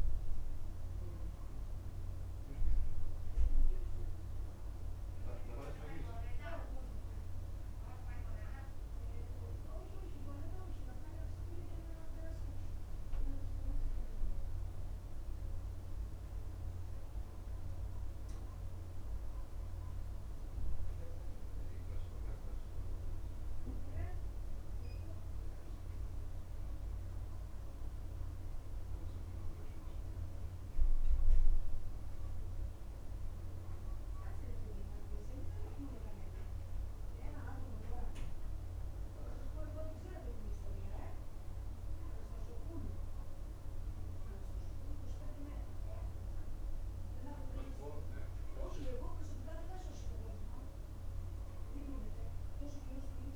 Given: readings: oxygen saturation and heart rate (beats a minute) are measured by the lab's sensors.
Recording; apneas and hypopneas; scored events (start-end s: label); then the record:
breathing in sleep by a room microphone; none
none scored
From the record:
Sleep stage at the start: N2 (light sleep); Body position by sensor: on the back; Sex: male